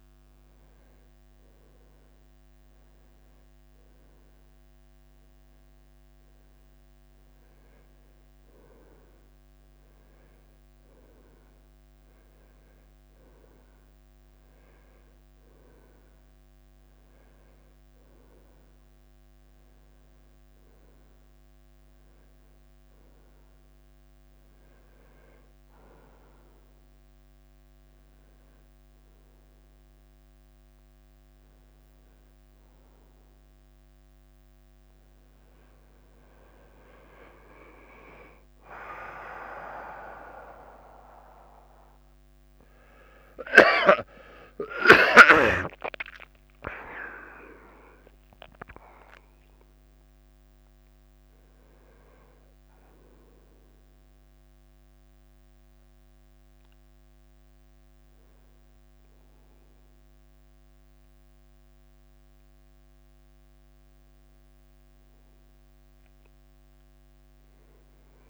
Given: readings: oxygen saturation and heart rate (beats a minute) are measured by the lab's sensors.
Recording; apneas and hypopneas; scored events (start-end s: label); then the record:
a person awake in a sleep study, by a microphone on the trachea; none
50.00-53.00 s: tachycardia (device-marked, heart rate 93 before, 100 extreme)
From the record:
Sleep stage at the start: awake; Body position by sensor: on the right side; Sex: male